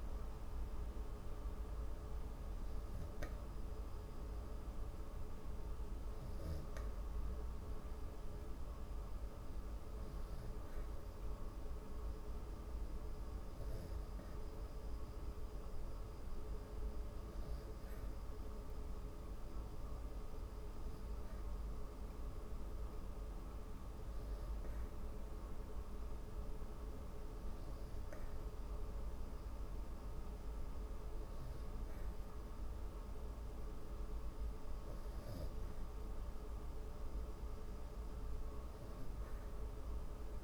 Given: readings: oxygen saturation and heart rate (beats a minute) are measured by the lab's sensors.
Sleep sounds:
breathing in sleep, hard to hear, by a room microphone; none
none scored
From the record:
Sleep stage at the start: N3 (deep sleep); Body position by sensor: on the back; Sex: female

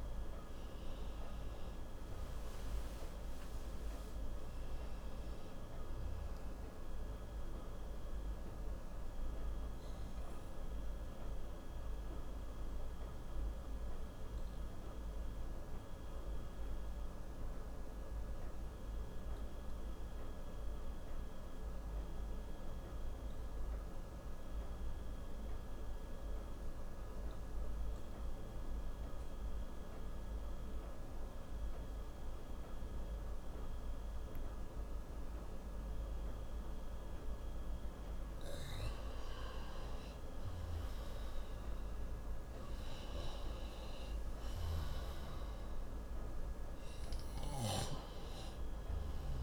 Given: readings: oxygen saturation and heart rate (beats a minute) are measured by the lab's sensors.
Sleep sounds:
breathing in sleep, hard to hear, by a room microphone; 1
5.00-27.00 s: oxygen desaturation (device-marked, oxygen 93% before, 87% lowest, heart rate 70 before, 55 extreme)
7.00-37.50 s: obstructive apnea (oxygen 94% before, 87% lowest, heart rate 71 before, 55 extreme, up 6 after)
40.00-43.50 s: arousal
41.00-49.43 s: oxygen desaturation (device-marked, oxygen 97% before, 90% lowest, heart rate 63 before, 57 extreme)
44.50-48.00 s: snoring (device-marked)
From the record:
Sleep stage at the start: N2 (light sleep); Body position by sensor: on the right side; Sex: male

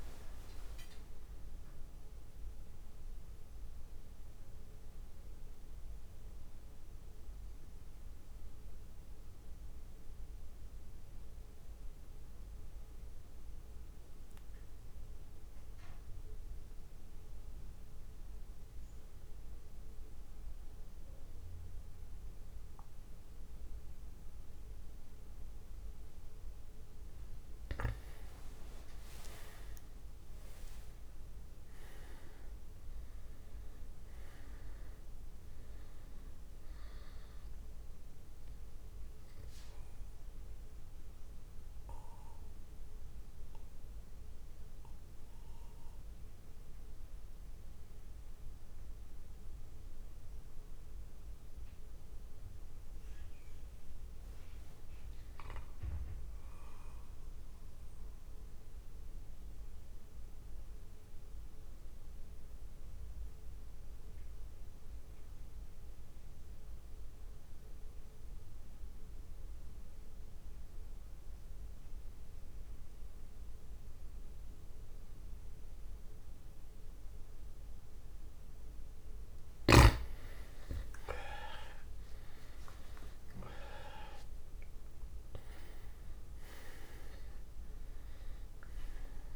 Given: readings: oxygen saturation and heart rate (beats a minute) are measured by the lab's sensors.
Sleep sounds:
breathing in sleep by a room microphone; 2
0.00-6.50 s: oxygen desaturation (device-marked, oxygen 88% lowest)
1.00-26.00 s: mixed apnea (oxygen 98% before, 89% lowest)
28.50-33.00 s: arousal
34.50-56.50 s: oxygen desaturation (device-marked, oxygen 100% before, 92% lowest)
39.50-78.50 s: mixed apnea (oxygen 100% before, 87% lowest)
80.50-85.00 s: arousal
83.50-89.36 s: new sleep stage, N1 (lightest sleep)
87.50-89.36 s: oxygen desaturation (device-marked, oxygen 97% before, 87% lowest)
From the record:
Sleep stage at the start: N2 (light sleep); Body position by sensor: on the back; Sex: male

